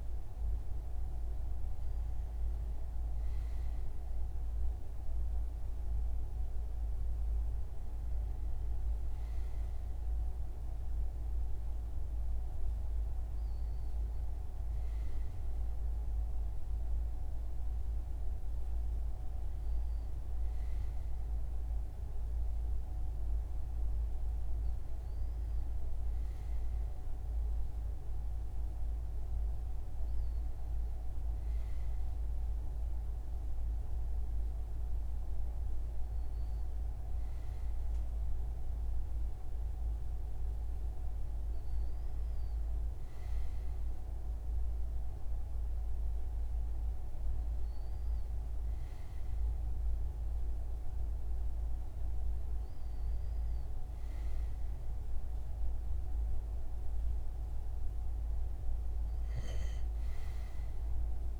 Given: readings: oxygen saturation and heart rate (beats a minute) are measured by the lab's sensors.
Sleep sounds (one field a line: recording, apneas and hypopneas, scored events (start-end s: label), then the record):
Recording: breathing in sleep, hard to hear, by a room microphone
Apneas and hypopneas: none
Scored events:
none scored
From the record:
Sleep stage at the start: N2 (light sleep)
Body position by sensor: on the front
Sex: male